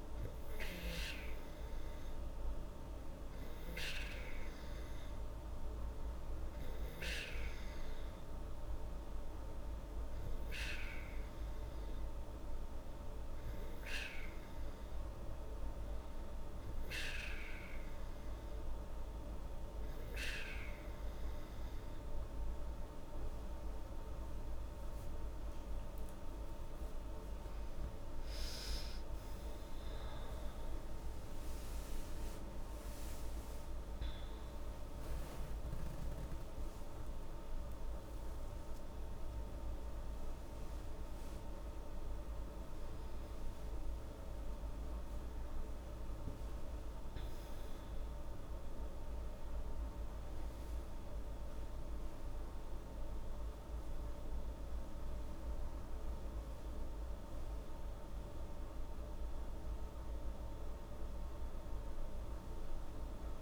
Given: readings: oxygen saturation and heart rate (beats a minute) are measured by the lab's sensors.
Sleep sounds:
a person awake in a sleep study, hard to hear, by a room microphone; none
14.50-63.42 s: new sleep stage, awake
From the record:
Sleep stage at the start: N2 (light sleep); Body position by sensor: on the back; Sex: female

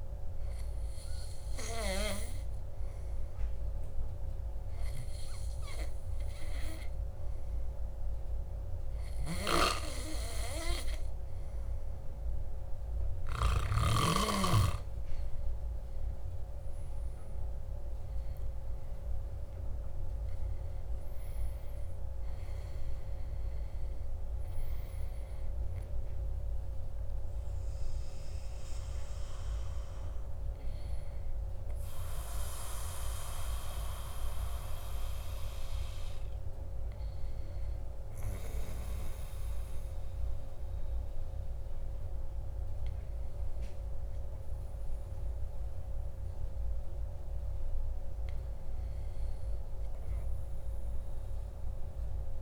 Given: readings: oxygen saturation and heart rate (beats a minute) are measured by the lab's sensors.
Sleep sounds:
breathing in sleep by a room microphone; none
18.50-22.50 s: arousal
From the record:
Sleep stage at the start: N2 (light sleep); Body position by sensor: on the back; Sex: male

